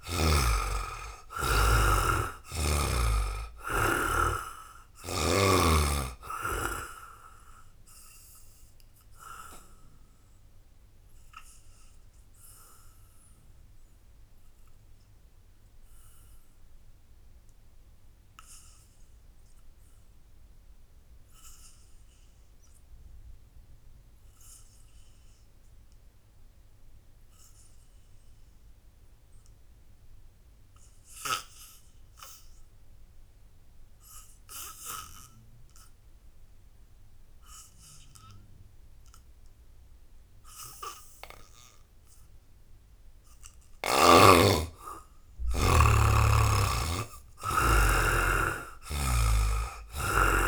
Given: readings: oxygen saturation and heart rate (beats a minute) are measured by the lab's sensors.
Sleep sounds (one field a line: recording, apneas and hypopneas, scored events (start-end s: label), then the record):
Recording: breathing in sleep by a room microphone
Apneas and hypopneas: 1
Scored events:
0.00-18.50 s: oxygen desaturation (device-marked, oxygen 70% lowest, heart rate 58 extreme)
7.00-43.00 s: obstructive apnea (oxygen 98% before, 70% lowest, heart rate 72 before, 56 extreme, up 24 after)
28.50-50.47 s: oxygen desaturation (device-marked, oxygen 99% before, 70% lowest, heart rate 82 before, 56 extreme)
45.00-48.50 s: arousal
From the record:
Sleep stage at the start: N2 (light sleep)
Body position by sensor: on the back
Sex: male